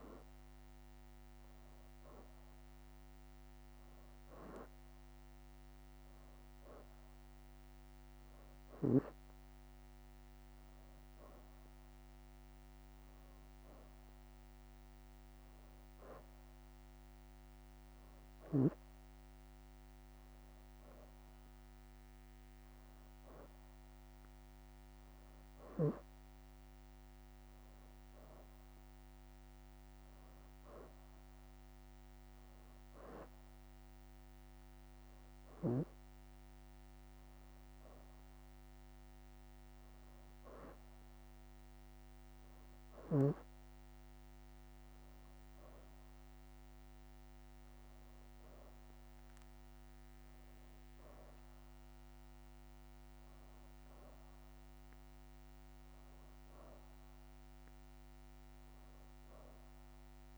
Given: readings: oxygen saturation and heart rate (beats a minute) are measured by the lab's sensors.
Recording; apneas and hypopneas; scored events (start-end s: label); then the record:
breathing in sleep by a microphone on the trachea; none
7.00-9.00 s: leg movement (device-marked)
10.00-12.00 s: leg movement (device-marked)
45.50-48.00 s: leg movement (device-marked)
50.50-53.00 s: leg movement (device-marked)
From the record:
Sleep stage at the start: N2 (light sleep); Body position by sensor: on the back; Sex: female